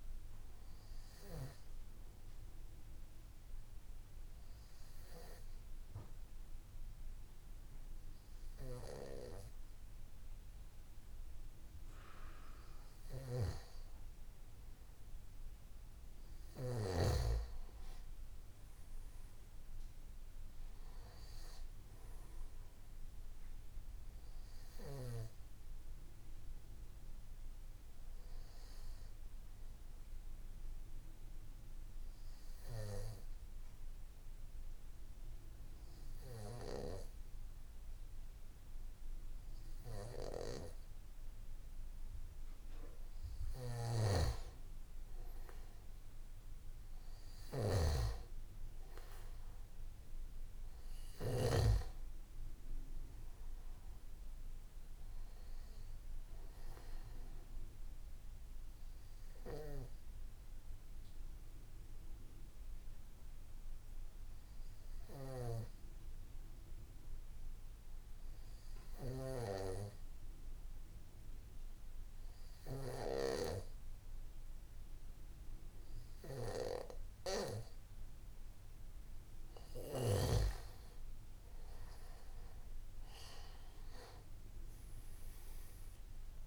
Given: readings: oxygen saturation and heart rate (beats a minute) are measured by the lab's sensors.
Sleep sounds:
breathing in sleep by a room microphone; 3
3.50-13.50 s: obstructive apnea (oxygen 96% before, 92% lowest, heart rate 60 before, 57 extreme, up 8 after)
19.00-22.00 s: arousal
31.50-43.00 s: obstructive apnea (oxygen 96% before, 91% lowest, heart rate 61 before, 58 extreme, up 5 after)
44.00-48.00 s: snoring (device-marked)
47.50-51.00 s: arousal
50.50-68.50 s: oxygen desaturation (device-marked, oxygen 96% before, 92% lowest, heart rate 60 before, 58 extreme)
55.50-78.00 s: hypopnea (oxygen 96% before, 91% lowest, heart rate 61 before, 58 extreme, up 7 after)
81.50-86.47 s: oxygen desaturation (device-marked, oxygen 96% before, 91% lowest, heart rate 59 before, 57 extreme)
85.00-86.47 s: arousal
From the record:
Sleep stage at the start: N2 (light sleep); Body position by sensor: on the back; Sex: male

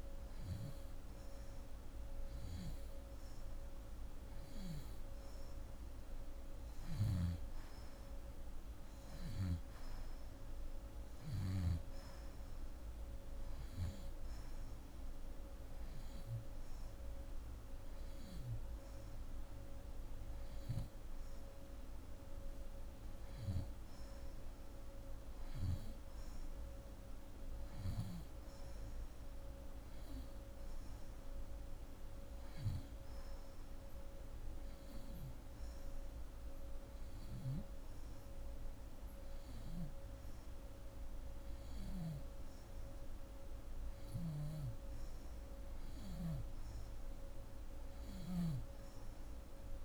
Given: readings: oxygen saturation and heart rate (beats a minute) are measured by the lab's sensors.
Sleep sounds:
breathing in sleep, hard to hear, by a room microphone; none
none scored
From the record:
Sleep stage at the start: N2 (light sleep); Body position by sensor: on the back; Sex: female

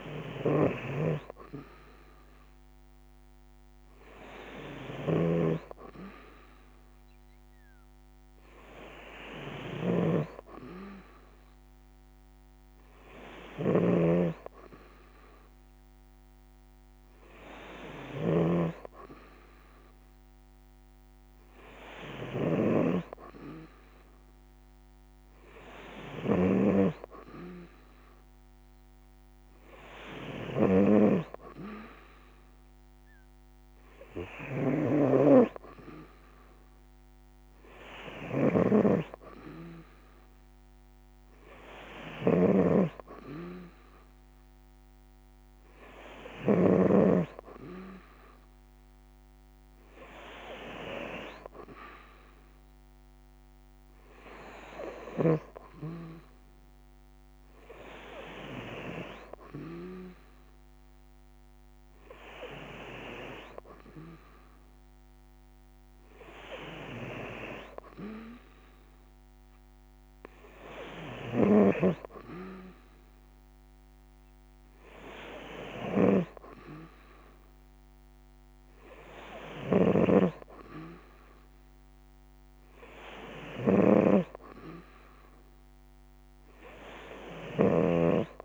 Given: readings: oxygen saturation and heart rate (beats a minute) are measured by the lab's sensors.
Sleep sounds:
breathing in sleep by a microphone on the trachea; none
0.00-46.00 s: snoring (device-marked)
70.50-88.45 s: snoring (device-marked)
From the record:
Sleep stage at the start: N2 (light sleep); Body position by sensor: on the right side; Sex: female

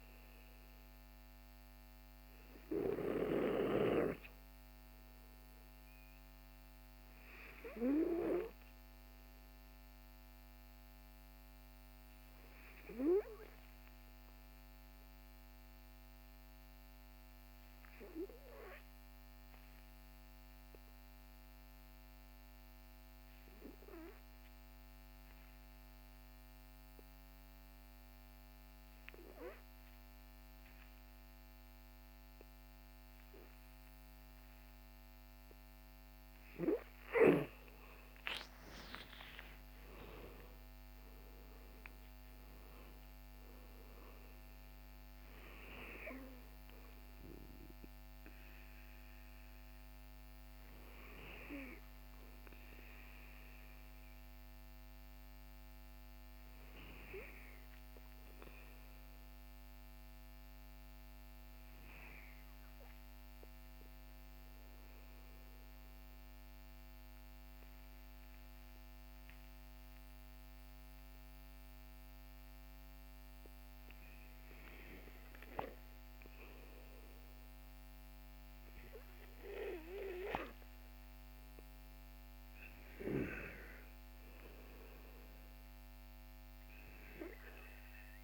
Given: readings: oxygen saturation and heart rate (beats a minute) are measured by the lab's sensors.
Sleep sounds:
breathing in sleep by a microphone on the trachea; 2
0.00-23.50 s: oxygen desaturation (device-marked, oxygen 94% lowest, heart rate 46 extreme)
17.50-34.50 s: obstructive apnea (oxygen 98% before, 90% lowest, heart rate 54 before, 45 extreme, up 20 after)
36.00-39.50 s: arousal
38.50-52.50 s: oxygen desaturation (device-marked, oxygen 97% before, 90% lowest, heart rate 53 before, 45 extreme)
59.50-68.50 s: oxygen desaturation (device-marked, oxygen 93% before, 90% lowest, heart rate 56 before, 51 extreme)
61.50-75.00 s: obstructive apnea (oxygen 97% before, 90% lowest, heart rate 55 before, 52 extreme, up 9 after)
81.50-85.50 s: arousal
From the record:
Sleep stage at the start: N2 (light sleep); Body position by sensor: on the back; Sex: male

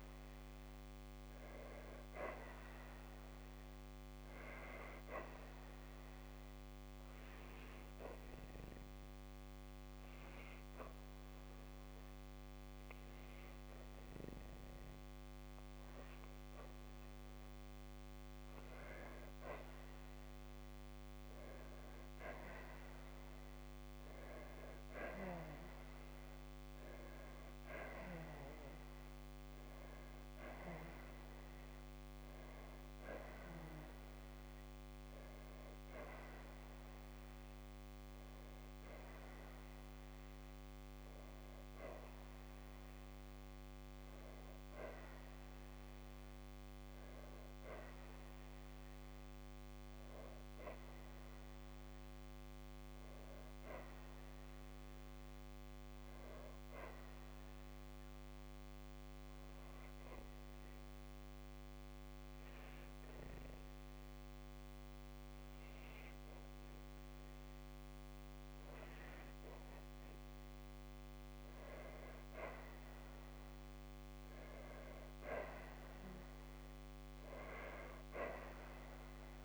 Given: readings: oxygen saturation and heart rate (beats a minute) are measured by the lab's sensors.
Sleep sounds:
breathing in sleep by a microphone on the trachea; 2
0.00-2.50 s: arousal
9.00-19.50 s: hypopnea (oxygen 97% before, 92% lowest, heart rate 54 before, 56 extreme, up 2 after)
21.50-25.00 s: arousal
35.00-55.00 s: oxygen desaturation (device-marked, oxygen 95% before, 92% lowest, heart rate 57 before, 54 extreme)
50.50-53.50 s: arousal
55.50-67.50 s: hypopnea (oxygen 95% before, 92% lowest, heart rate 56 before, 54 extreme, up 1 after)
70.50-74.50 s: arousal
From the record:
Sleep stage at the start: N2 (light sleep); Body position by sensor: on the back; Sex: female

